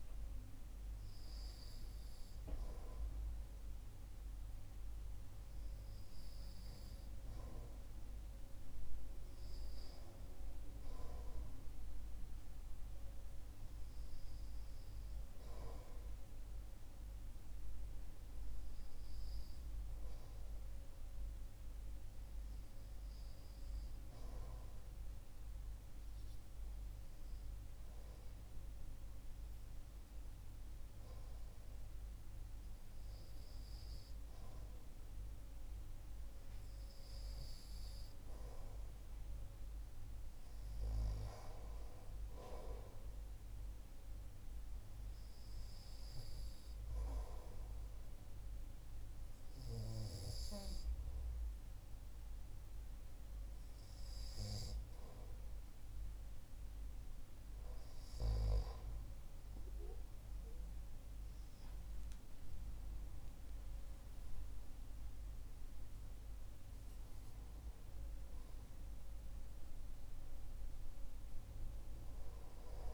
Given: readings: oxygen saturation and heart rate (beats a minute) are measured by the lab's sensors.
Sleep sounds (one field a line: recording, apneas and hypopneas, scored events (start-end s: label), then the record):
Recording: breathing in sleep by a room microphone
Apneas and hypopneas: 1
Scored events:
0.00-3.00 s: oxygen desaturation (device-marked, oxygen 92% lowest)
18.50-34.50 s: hypopnea (oxygen 95% before, 94% lowest)
37.00-41.50 s: arousal
From the record:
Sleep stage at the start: REM sleep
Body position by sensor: on the right side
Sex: male